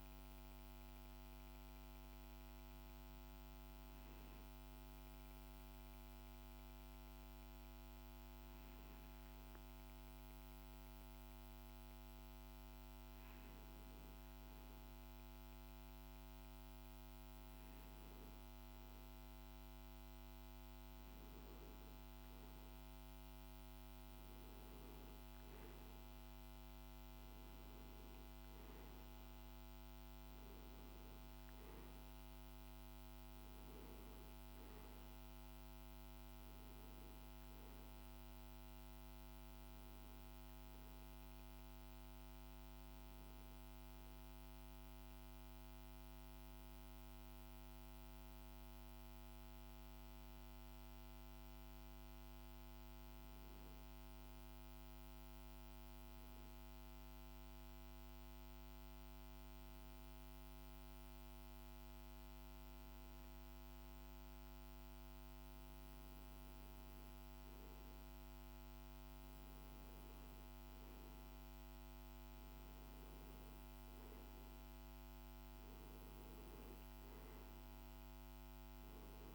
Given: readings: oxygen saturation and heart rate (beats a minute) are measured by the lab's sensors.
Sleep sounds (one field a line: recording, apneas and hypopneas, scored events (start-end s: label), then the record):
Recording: breathing in sleep, hard to hear, by a microphone on the trachea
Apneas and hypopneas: 1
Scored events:
39.00-66.50 s: obstructive apnea (oxygen 97% before, 92% lowest, heart rate 54 before, 52 extreme, up 1 after)
65.00-79.34 s: oxygen desaturation (device-marked, oxygen 97% before, 92% lowest, heart rate 53 before, 53 extreme)
68.00-71.50 s: arousal
From the record:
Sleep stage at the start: N1 (lightest sleep)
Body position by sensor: on the back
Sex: male